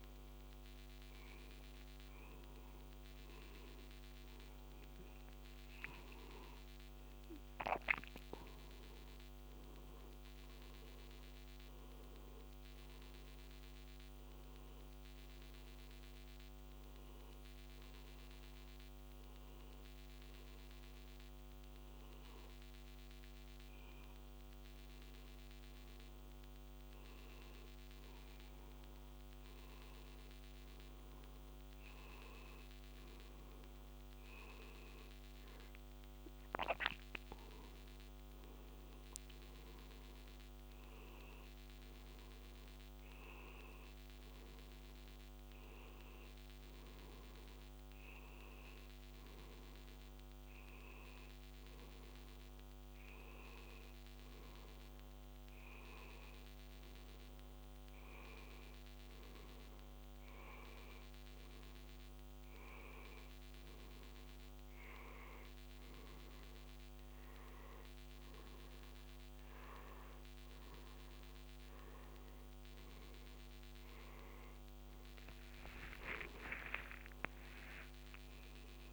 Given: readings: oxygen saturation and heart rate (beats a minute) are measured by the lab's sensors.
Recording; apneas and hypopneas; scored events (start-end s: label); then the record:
breathing in sleep, hard to hear, by a microphone on the trachea; none
2.50-78.93 s: new sleep stage, N1 (lightest sleep)
3.50-8.00 s: arousal
75.00-78.93 s: arousal
From the record:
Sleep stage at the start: N2 (light sleep); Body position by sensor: on the back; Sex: male